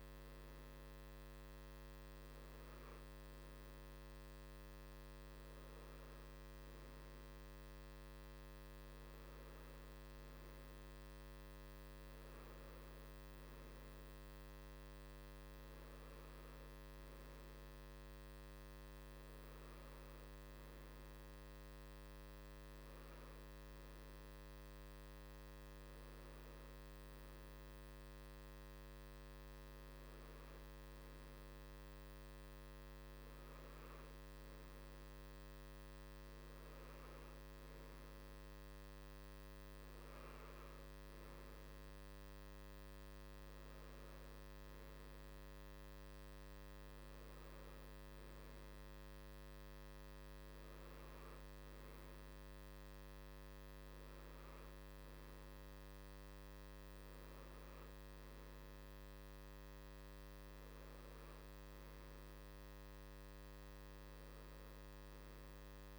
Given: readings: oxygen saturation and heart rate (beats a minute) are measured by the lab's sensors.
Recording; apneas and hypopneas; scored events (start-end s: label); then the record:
breathing in sleep, hard to hear, by a microphone on the trachea; none
none scored
From the record:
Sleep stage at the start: N3 (deep sleep); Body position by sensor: on the right side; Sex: male